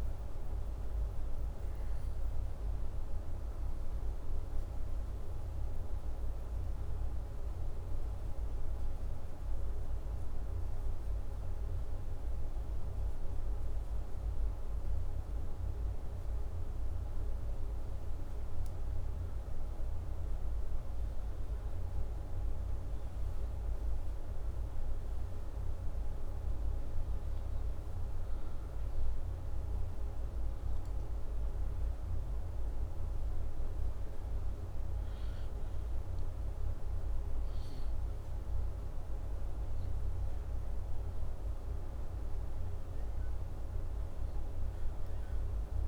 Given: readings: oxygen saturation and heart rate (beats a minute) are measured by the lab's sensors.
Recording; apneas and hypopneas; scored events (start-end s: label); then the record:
a person partly awake in a sleep study, hard to hear, by a room microphone; none
1.50-31.50 s: new sleep stage, N1 (lightest sleep)
31.50-45.87 s: new sleep stage, N2 (light sleep)
From the record:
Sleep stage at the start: awake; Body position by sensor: upright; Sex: male